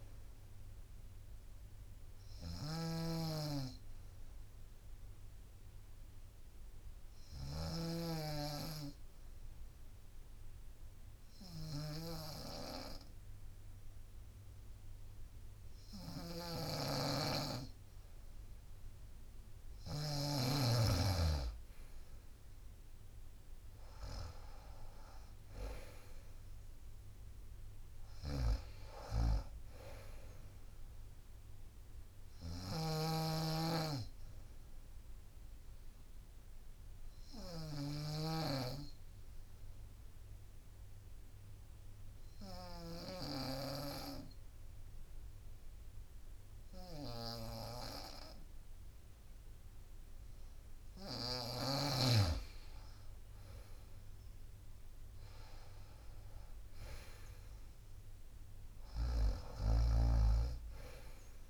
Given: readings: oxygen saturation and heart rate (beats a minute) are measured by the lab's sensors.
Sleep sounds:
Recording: breathing in sleep by a room microphone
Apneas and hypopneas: 2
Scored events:
0.00-1.50 s: drop in pulse transit time (device-marked, heart rate 63 extreme)
0.00-20.50 s: snoring (device-marked)
4.00-19.00 s: hypopnea (oxygen 96% before, 92% lowest, heart rate 64 before, 61 extreme, up 2 after)
25.00-28.50 s: arousal
25.50-44.50 s: oxygen desaturation (device-marked, oxygen 96% before, 92% lowest, heart rate 64 before, 61 extreme)
28.00-51.50 s: snoring (device-marked)
35.50-50.50 s: obstructive apnea (oxygen 96% before, 92% lowest, heart rate 65 before, 61 extreme, up 6 after)
52.50-61.50 s: drop in pulse transit time (device-marked, heart rate 62 before, 65 extreme)
54.50-58.50 s: arousal
57.50-61.50 s: oxygen desaturation (device-marked, oxygen 96% before, 92% lowest, heart rate 63 before, 58 extreme)
59.00-61.50 s: snoring (device-marked)
From the record:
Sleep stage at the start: N2 (light sleep)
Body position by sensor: on the right side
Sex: female

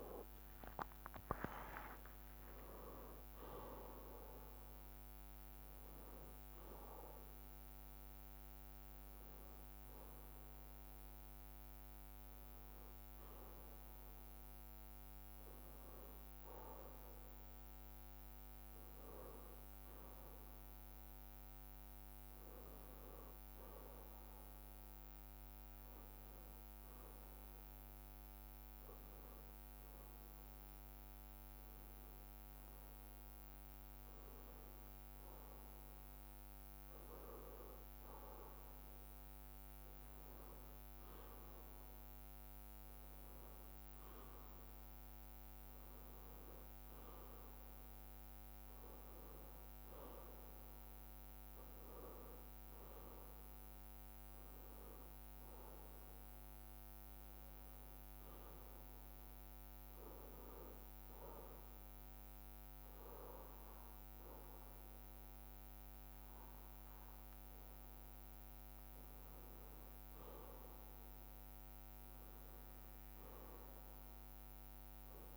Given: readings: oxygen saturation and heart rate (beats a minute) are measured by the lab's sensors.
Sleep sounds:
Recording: breathing in sleep by a microphone on the trachea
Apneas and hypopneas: none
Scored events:
0.50-2.50 s: long interval between heartbeats (device-marked, heart rate 79 before, 126 extreme)
10.00-26.00 s: bradycardia (device-marked, heart rate 63 before, 58 extreme)
34.00-51.00 s: bradycardia (device-marked, heart rate 62 before, 55 extreme)
54.00-69.00 s: bradycardia (device-marked, heart rate 61 before, 54 extreme)
70.00-75.37 s: bradycardia (device-marked, heart rate 60 before, 55 extreme)
From the record:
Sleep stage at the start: N1 (lightest sleep)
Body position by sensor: on the left side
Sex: male

